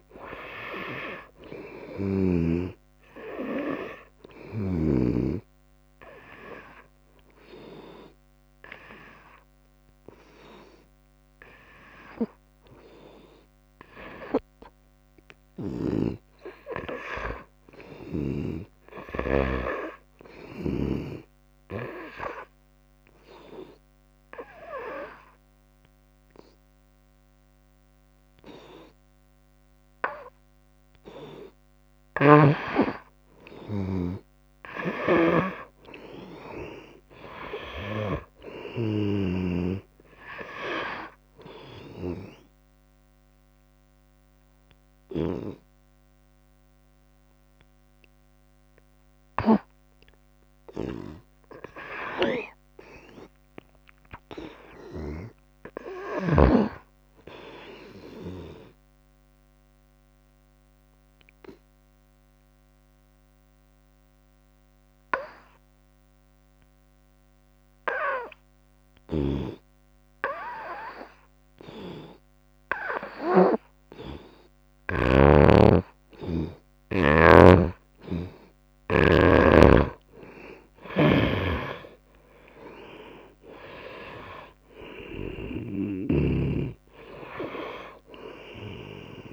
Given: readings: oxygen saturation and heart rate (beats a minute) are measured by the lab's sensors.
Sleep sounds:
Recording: breathing in sleep by a microphone on the trachea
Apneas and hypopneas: 3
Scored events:
0.00-15.00 s: oxygen desaturation (device-marked, oxygen 89% lowest, heart rate 69 extreme)
15.50-19.50 s: arousal
22.00-32.50 s: obstructive apnea (oxygen 96% before, 89% lowest, heart rate 71 before, 70 extreme, up 3 after)
32.00-40.00 s: snoring (device-marked)
34.00-38.00 s: arousal
41.00-53.00 s: oxygen desaturation (device-marked, oxygen 95% before, 91% lowest, heart rate 71 before, 70 extreme)
41.50-51.50 s: obstructive apnea (oxygen 96% before, 89% lowest, heart rate 71 before, 70 extreme, up 3 after)
53.50-56.00 s: arousal
58.00-68.00 s: obstructive apnea (oxygen 96% before, 89% lowest, heart rate 72 before, 71 extreme, up 3 after)
69.00-75.50 s: snoring (device-marked)
70.00-73.50 s: arousal
77.50-86.50 s: snoring (device-marked)
78.00-89.32 s: oxygen desaturation (device-marked, oxygen 95% before, 89% lowest, heart rate 72 before, 64 extreme)
From the record:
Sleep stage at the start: N2 (light sleep)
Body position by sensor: on the right side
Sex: female

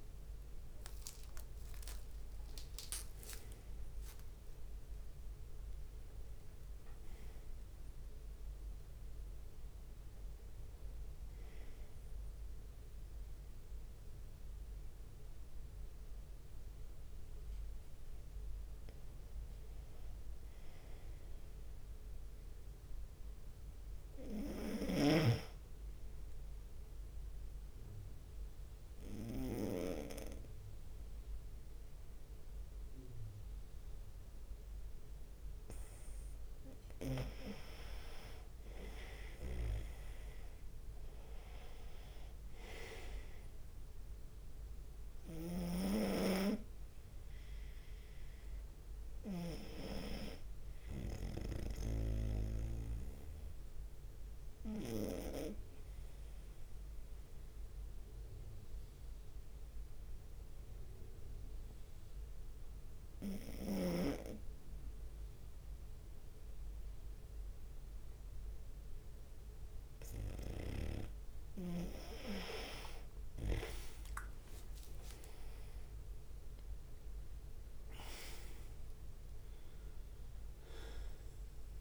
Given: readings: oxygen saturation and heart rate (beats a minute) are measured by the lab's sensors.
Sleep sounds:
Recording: breathing in sleep by a room microphone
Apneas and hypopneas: 2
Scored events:
2.50-7.00 s: leg movement (device-marked)
3.00-5.00 s: long interval between heartbeats (device-marked, heart rate 71 before, 82 extreme)
3.50-13.50 s: drop in pulse transit time (device-marked, heart rate 71 before, 67 extreme)
10.50-81.81 s: new sleep stage, N2 (light sleep)
19.50-23.50 s: arousal
21.50-22.50 s: leg movement (device-marked)
27.00-37.50 s: obstructive apnea (oxygen 96% before, 91% lowest, heart rate 69 before, 66 extreme, up 5 after)
39.00-42.50 s: leg movement (device-marked)
39.00-43.00 s: arousal
39.50-51.50 s: drop in pulse transit time (device-marked, heart rate 66 before, 67 extreme)
41.50-60.50 s: oxygen desaturation (device-marked, oxygen 95% before, 91% lowest, heart rate 66 before, 67 extreme)
45.50-50.00 s: snoring (device-marked)
46.00-50.00 s: leg movement (device-marked)
47.00-71.00 s: obstructive apnea (oxygen 96% before, 91% lowest, heart rate 67 before, 63 extreme, up 6 after)
71.00-72.00 s: leg movement (device-marked)
72.50-79.00 s: leg movement (device-marked)
73.50-78.00 s: arousal
73.50-81.81 s: drop in pulse transit time (device-marked, heart rate 68 before, 68 extreme)
78.50-81.81 s: oxygen desaturation (device-marked, oxygen 96% before, 91% lowest, heart rate 69 before, 63 extreme)
From the record:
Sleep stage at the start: N1 (lightest sleep)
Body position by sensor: on the right side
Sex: male

